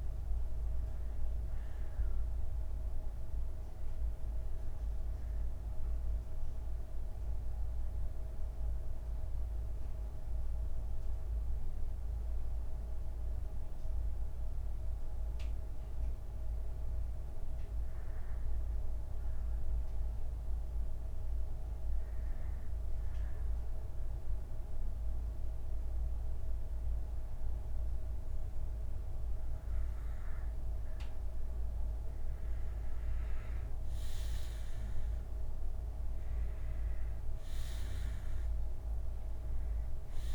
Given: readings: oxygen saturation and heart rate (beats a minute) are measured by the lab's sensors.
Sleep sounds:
breathing in sleep, hard to hear, by a room microphone; 1
0.00-14.50 s: oxygen desaturation (device-marked, oxygen 88% lowest, heart rate 55 extreme)
7.50-30.00 s: hypopnea (oxygen 95% before, 88% lowest, heart rate 68 before, 55 extreme, up 11 after)
19.50-21.50 s: bradycardia (device-marked, heart rate 63 before, 63 extreme)
29.50-40.34 s: oxygen desaturation (device-marked, oxygen 96% before, 88% lowest, heart rate 65 before, 54 extreme)
34.50-39.50 s: arousal
From the record:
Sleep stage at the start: N2 (light sleep); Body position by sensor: on the back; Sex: male

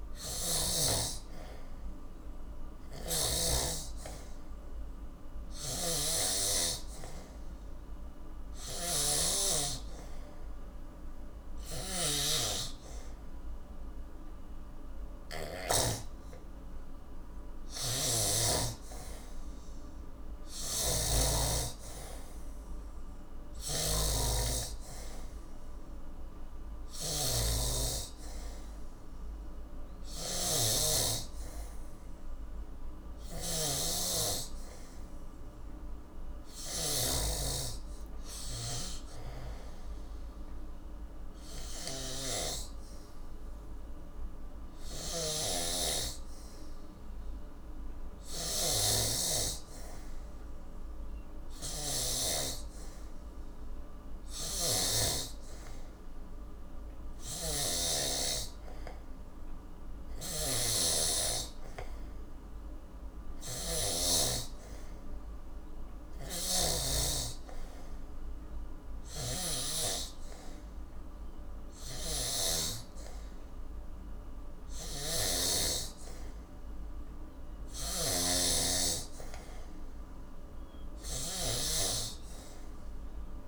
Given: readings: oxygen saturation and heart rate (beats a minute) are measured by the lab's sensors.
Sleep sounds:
breathing in sleep by a room microphone; none
0.00-3.50 s: snoring (device-marked)
5.50-16.00 s: snoring (device-marked)
20.50-37.00 s: snoring (device-marked)
45.00-55.00 s: snoring (device-marked)
57.00-64.00 s: snoring (device-marked)
66.00-72.50 s: snoring (device-marked)
74.50-83.48 s: snoring (device-marked)
From the record:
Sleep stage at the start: N3 (deep sleep); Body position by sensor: on the back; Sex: male

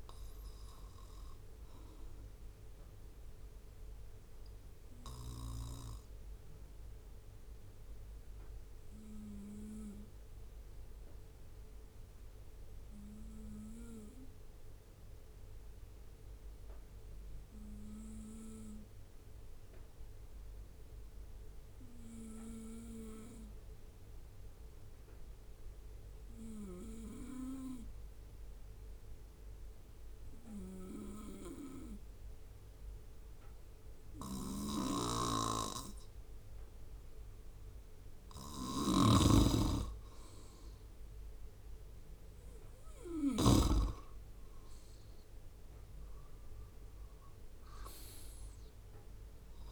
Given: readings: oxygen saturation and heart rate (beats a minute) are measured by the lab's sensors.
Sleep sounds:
breathing in sleep by a room microphone; 1
8.00-35.00 s: obstructive apnea (oxygen 97% before, 93% lowest, heart rate 64 before, 64 extreme, up 5 after)
34.00-43.00 s: snoring (device-marked)
40.50-44.00 s: arousal
From the record:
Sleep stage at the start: N2 (light sleep); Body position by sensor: on the right side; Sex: male

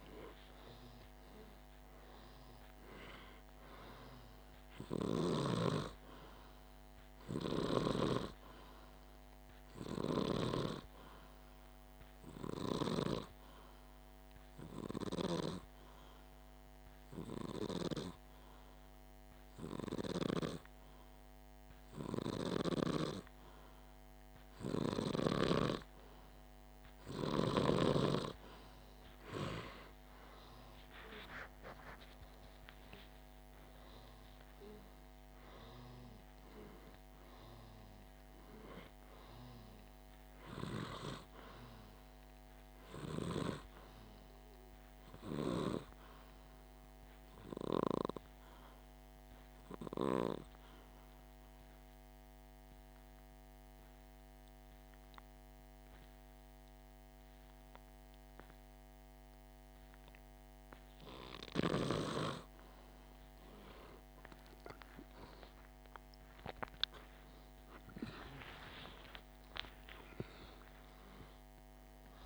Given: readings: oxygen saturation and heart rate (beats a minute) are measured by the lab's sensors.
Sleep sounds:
breathing in sleep by a microphone on the trachea; 2
9.00-16.00 s: oxygen desaturation (device-marked, oxygen 98% before, 95% lowest, heart rate 50 before, 47 extreme)
9.50-25.50 s: hypopnea (oxygen 98% before, 95% lowest, heart rate 50 before, 47 extreme, up 10 after)
28.00-31.50 s: arousal
51.00-61.00 s: obstructive apnea (oxygen 98% before, 96% lowest, heart rate 53 before, 49 extreme, up 2 after)
64.50-69.00 s: arousal
From the record:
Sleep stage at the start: N2 (light sleep); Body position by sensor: on the back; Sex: male

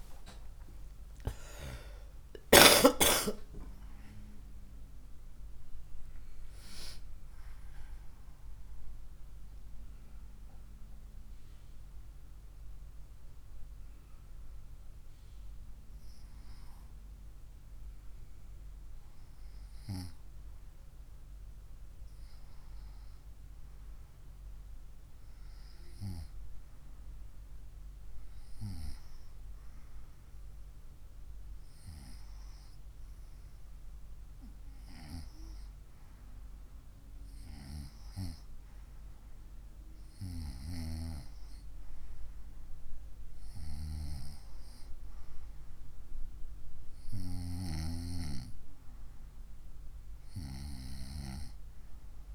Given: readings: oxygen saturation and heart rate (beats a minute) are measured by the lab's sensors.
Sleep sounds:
a person awake in a sleep study, by a room microphone; none
8.50-38.50 s: new sleep stage, awake
38.50-52.35 s: new sleep stage, N2 (light sleep)
From the record:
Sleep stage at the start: N2 (light sleep); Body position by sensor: on the right side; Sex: female

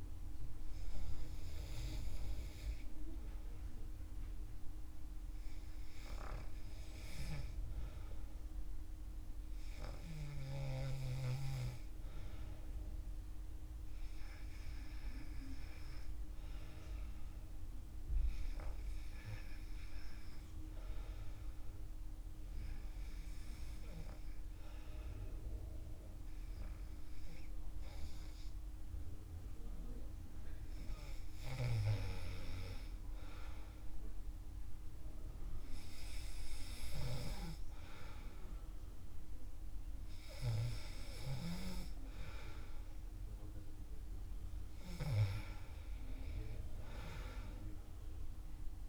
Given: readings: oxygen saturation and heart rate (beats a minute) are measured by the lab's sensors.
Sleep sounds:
breathing in sleep by a room microphone; 1
21.00-33.00 s: hypopnea (oxygen 98% before, 96% lowest, heart rate 68 before, 65 extreme, up 1 after)
35.00-38.50 s: arousal
From the record:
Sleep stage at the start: N2 (light sleep); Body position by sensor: on the back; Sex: male

